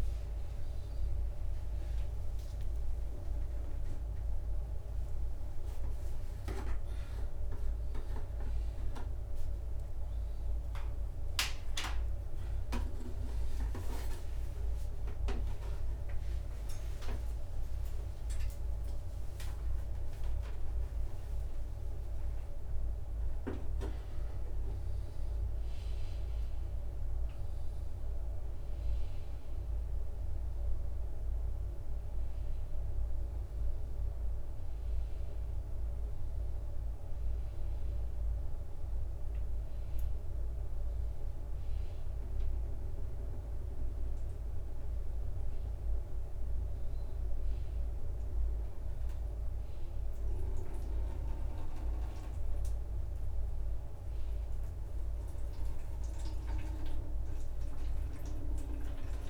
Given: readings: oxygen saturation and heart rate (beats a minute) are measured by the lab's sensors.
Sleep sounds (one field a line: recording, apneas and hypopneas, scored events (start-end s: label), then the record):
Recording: a person awake in a sleep study, by a room microphone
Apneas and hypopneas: none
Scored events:
0.00-1.00 s: drop in pulse transit time (device-marked, heart rate 65 extreme)
16.50-18.50 s: long interval between heartbeats (device-marked, heart rate 80 before, 90 extreme)
18.00 s: drop in pulse transit time (device-marked)
20.00-30.00 s: drop in pulse transit time (device-marked, heart rate 78 before, 77 extreme)
From the record:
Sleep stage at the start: awake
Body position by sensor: upright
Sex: male